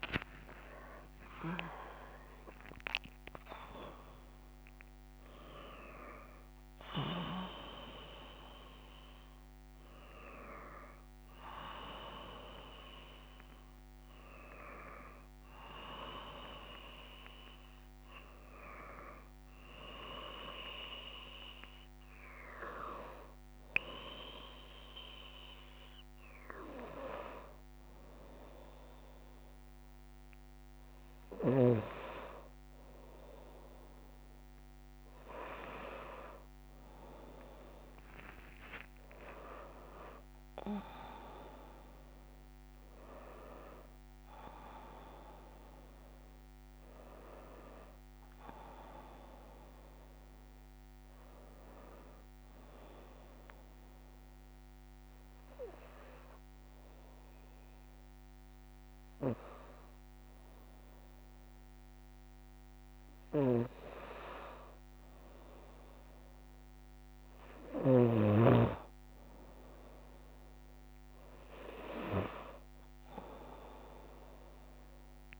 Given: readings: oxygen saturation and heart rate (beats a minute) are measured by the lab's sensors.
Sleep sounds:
breathing in sleep by a microphone on the trachea; 1
0.00-18.50 s: oxygen desaturation (device-marked, oxygen 91% lowest, heart rate 60 extreme)
35.50-58.50 s: oxygen desaturation (device-marked, oxygen 98% before, 94% lowest, heart rate 61 before, 59 extreme)
37.00-41.00 s: arousal
48.50-75.40 s: new sleep stage, N2 (light sleep)
53.00-64.50 s: hypopnea (oxygen 98% before, 92% lowest, heart rate 69 before, 59 extreme, up 3 after)
67.50-71.50 s: arousal
72.50-75.40 s: oxygen desaturation (device-marked, oxygen 96% before, 92% lowest, heart rate 61 before, 60 extreme)
From the record:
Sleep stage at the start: N1 (lightest sleep); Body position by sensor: on the left side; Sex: female

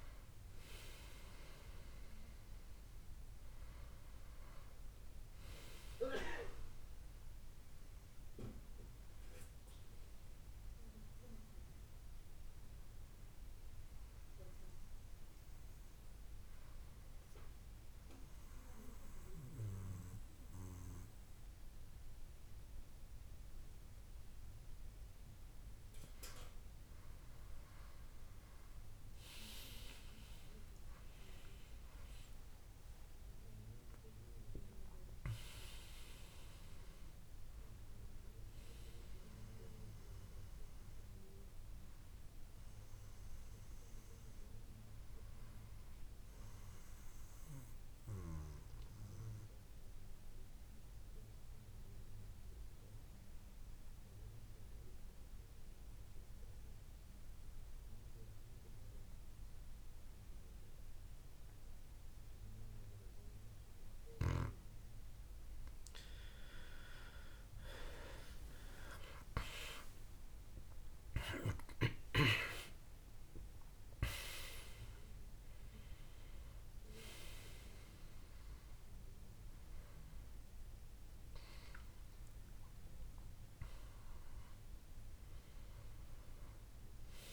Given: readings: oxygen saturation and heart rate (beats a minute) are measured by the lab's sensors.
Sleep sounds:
breathing in sleep by a room microphone; 2
0.00-11.00 s: oxygen desaturation (device-marked, oxygen 86% lowest, heart rate 70 extreme)
11.50-26.00 s: hypopnea (oxygen 97% before, 89% lowest, heart rate 78 before, 70 extreme, up 8 after)
31.50-35.00 s: arousal
33.00-44.00 s: oxygen desaturation (device-marked, oxygen 97% before, 94% lowest, heart rate 72 before, 71 extreme)
47.50-66.00 s: obstructive apnea (oxygen 98% before, 89% lowest, heart rate 78 before, 71 extreme, up 12 after)
52.00-82.00 s: new sleep stage, N2 (light sleep)
61.00-86.00 s: oxygen desaturation (device-marked, oxygen 97% before, 89% lowest, heart rate 74 before, 73 extreme)
69.50-73.50 s: arousal
82.00-87.33 s: new sleep stage, N1 (lightest sleep)
From the record:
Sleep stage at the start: N1 (lightest sleep); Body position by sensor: on the back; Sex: male

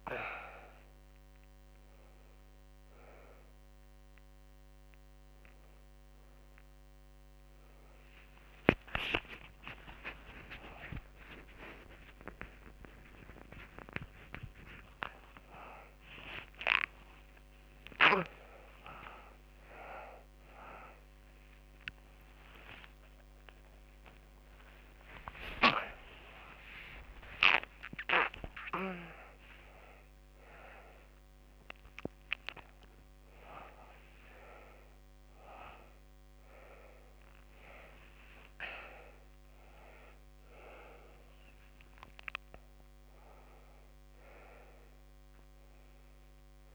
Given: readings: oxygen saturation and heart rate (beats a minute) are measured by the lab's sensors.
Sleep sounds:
a person awake in a sleep study, by a microphone on the trachea; none
none scored
From the record:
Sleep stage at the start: awake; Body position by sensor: on the back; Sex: female

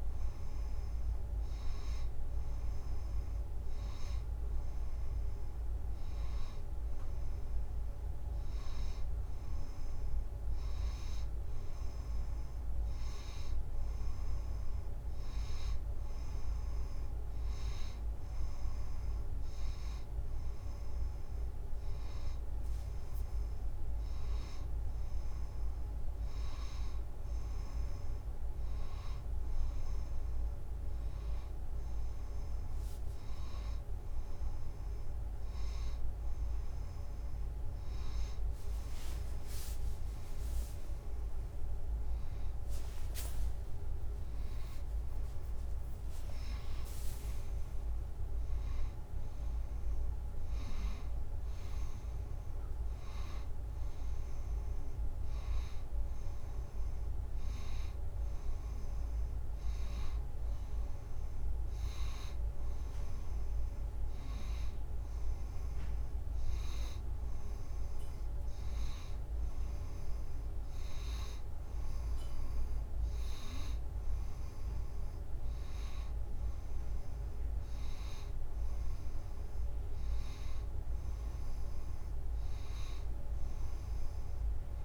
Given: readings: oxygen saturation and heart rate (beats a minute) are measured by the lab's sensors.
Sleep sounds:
breathing in sleep, hard to hear, by a room microphone; none
0.00-7.00 s: oxygen desaturation (device-marked, oxygen 91% lowest, heart rate 91 extreme)
From the record:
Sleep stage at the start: N1 (lightest sleep); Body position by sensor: on the front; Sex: female

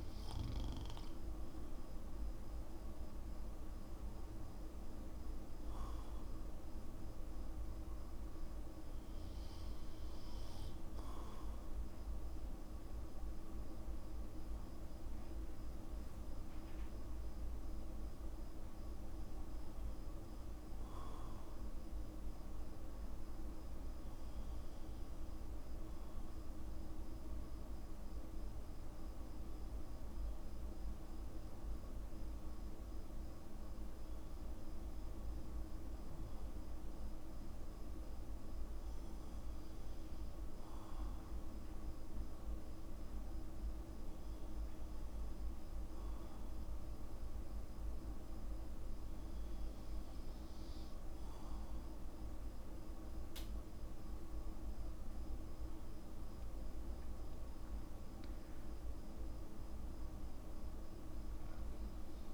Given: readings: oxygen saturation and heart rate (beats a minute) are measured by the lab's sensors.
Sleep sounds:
breathing in sleep, hard to hear, by a room microphone; none
19.50-33.50 s: oxygen desaturation (device-marked, oxygen 95% before, 92% lowest, heart rate 61 before, 59 extreme)
55.00-59.50 s: arousal
From the record:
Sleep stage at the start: N2 (light sleep); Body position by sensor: on the back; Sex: male

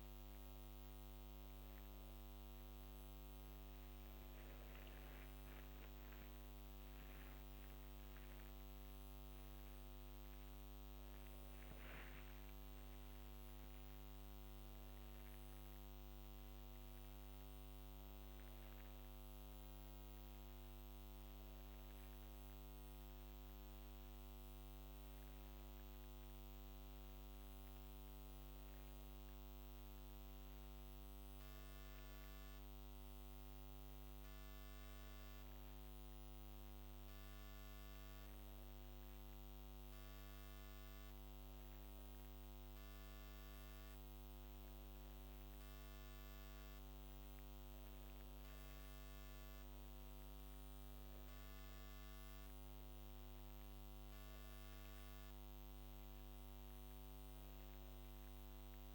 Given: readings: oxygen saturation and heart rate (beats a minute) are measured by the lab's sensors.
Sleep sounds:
a person awake in a sleep study, hard to hear, by a microphone on the trachea; none
none scored
From the record:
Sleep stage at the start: awake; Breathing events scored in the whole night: 100 in 5.5 hours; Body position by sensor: on the back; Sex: female

